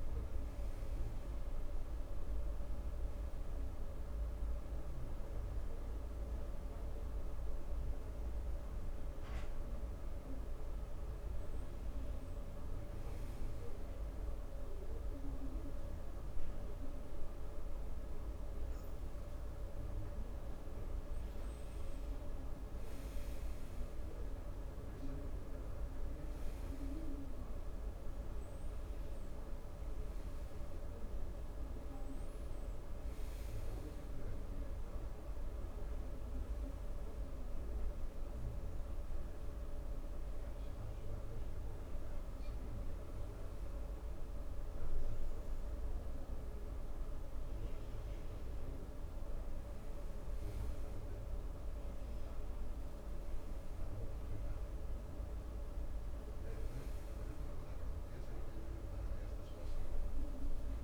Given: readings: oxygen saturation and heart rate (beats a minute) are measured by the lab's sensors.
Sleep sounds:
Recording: breathing in sleep, hard to hear, by a room microphone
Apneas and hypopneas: 2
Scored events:
3.50-13.50 s: obstructive apnea (oxygen 95% before, 93% lowest, heart rate 65 before, 64 extreme, up 2 after)
15.50-19.00 s: arousal
35.50-45.50 s: hypopnea (oxygen 96% before, 93% lowest, heart rate 66 before, 65 extreme, up 1 after)
47.50-52.00 s: arousal
From the record:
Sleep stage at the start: N2 (light sleep)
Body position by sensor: on the back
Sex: male

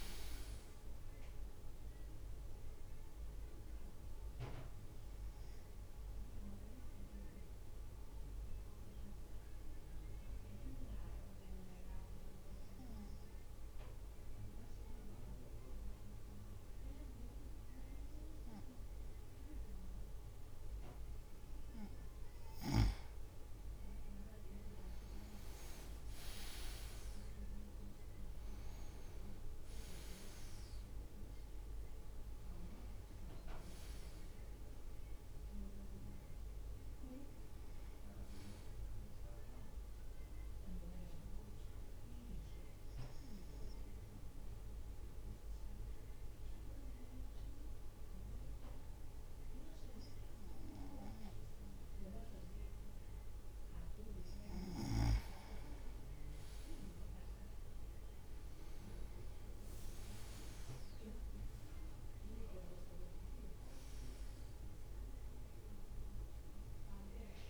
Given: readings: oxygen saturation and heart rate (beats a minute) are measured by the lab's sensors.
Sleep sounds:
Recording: breathing in sleep by a room microphone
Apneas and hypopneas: 2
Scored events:
0.00-10.50 s: drop in pulse transit time (device-marked, heart rate 54 extreme)
8.00-22.50 s: mixed apnea (oxygen 98% before, 96% lowest, heart rate 59 before, 54 extreme, up 6 after)
24.50-27.00 s: leg movement (device-marked)
25.00-29.50 s: arousal
27.50-39.50 s: drop in pulse transit time (device-marked, heart rate 55 before, 57 extreme)
40.50-54.50 s: mixed apnea (oxygen 98% before, 96% lowest, heart rate 58 before, 55 extreme, up 5 after)
56.50-61.50 s: leg movement (device-marked)
57.00-62.00 s: arousal
57.50-67.50 s: drop in pulse transit time (device-marked, heart rate 57 before, 57 extreme)
From the record:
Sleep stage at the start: N2 (light sleep)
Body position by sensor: on the right side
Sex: male

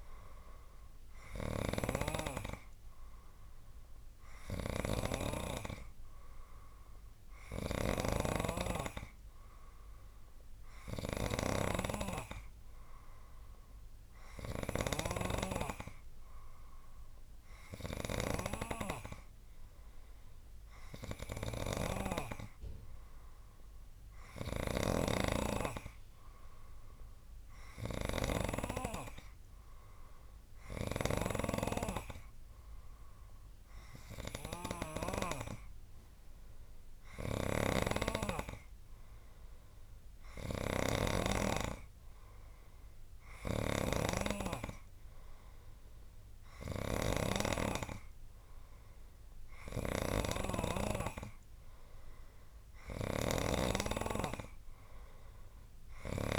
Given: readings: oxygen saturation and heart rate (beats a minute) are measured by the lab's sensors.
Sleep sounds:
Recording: breathing in sleep by a room microphone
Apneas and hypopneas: none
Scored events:
0.00-5.50 s: snoring (device-marked)
7.50-15.00 s: snoring (device-marked)
20.50-56.38 s: new sleep stage, N3 (deep sleep)
21.50-41.50 s: snoring (device-marked)
43.50-47.50 s: snoring (device-marked)
49.50-56.38 s: snoring (device-marked)
From the record:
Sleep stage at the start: N2 (light sleep)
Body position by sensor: on the right side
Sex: male

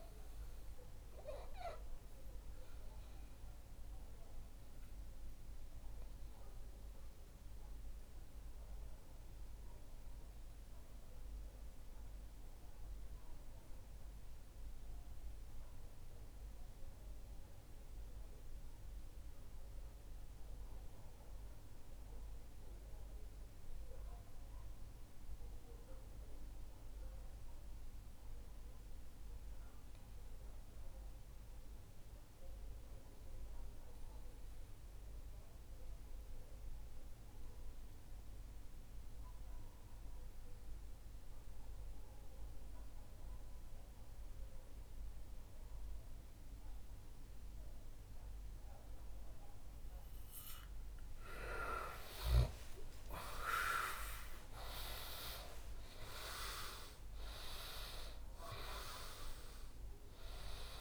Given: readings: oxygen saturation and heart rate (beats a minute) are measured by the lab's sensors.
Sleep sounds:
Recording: breathing in sleep by a room microphone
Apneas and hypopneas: 1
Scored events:
0.00-22.50 s: oxygen desaturation (device-marked, oxygen 89% lowest, heart rate 58 extreme)
2.50-48.00 s: mixed apnea (oxygen 99% before, 83% lowest, heart rate 66 before, 57 extreme, up 23 after)
51.50-56.50 s: arousal
51.50-60.81 s: oxygen desaturation (device-marked, oxygen 94% before, 90% lowest, heart rate 63 before, 56 extreme)
From the record:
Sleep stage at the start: N2 (light sleep)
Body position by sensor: on the back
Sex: male

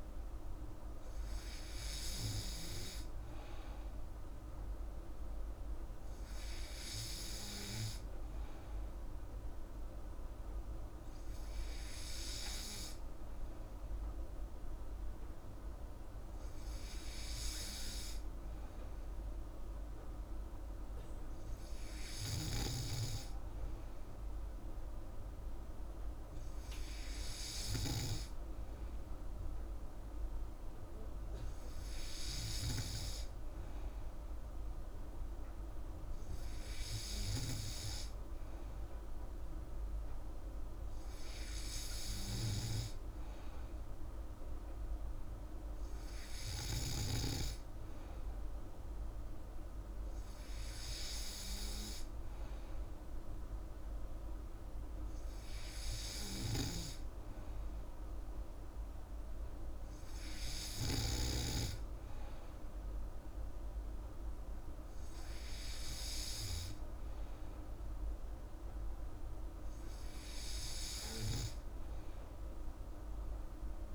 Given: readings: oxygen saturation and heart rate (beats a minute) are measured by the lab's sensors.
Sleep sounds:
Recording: breathing in sleep by a room microphone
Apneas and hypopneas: none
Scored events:
3.00-73.95 s: new sleep stage, N3 (deep sleep)
From the record:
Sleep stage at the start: N2 (light sleep)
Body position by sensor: on the back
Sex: female

